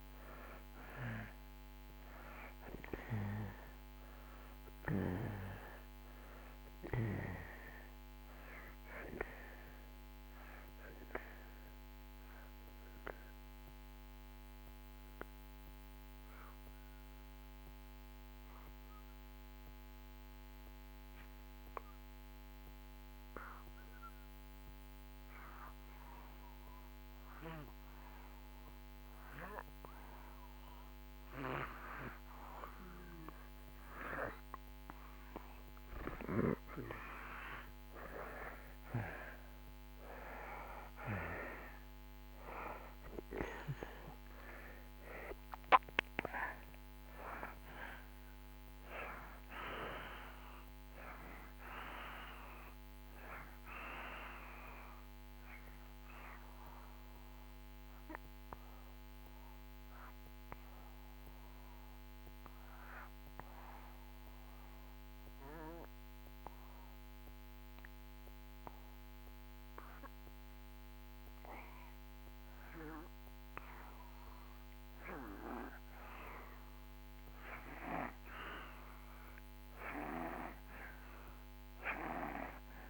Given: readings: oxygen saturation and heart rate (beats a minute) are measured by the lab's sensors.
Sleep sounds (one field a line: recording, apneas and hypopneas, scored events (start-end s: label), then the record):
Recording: breathing in sleep by a microphone on the trachea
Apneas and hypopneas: 2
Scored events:
0.00-26.00 s: oxygen desaturation (device-marked, oxygen 79% lowest)
11.00-34.50 s: obstructive apnea (oxygen 96% before, 79% lowest)
37.00-41.00 s: arousal
43.00-70.00 s: oxygen desaturation (device-marked, oxygen 96% before, 81% lowest)
54.00-76.50 s: obstructive apnea (oxygen 96% before, 78% lowest)
78.50-82.00 s: arousal
81.00-82.90 s: oxygen desaturation (device-marked, oxygen 95% before, 78% lowest)
From the record:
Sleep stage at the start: N2 (light sleep)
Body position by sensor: on the back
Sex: male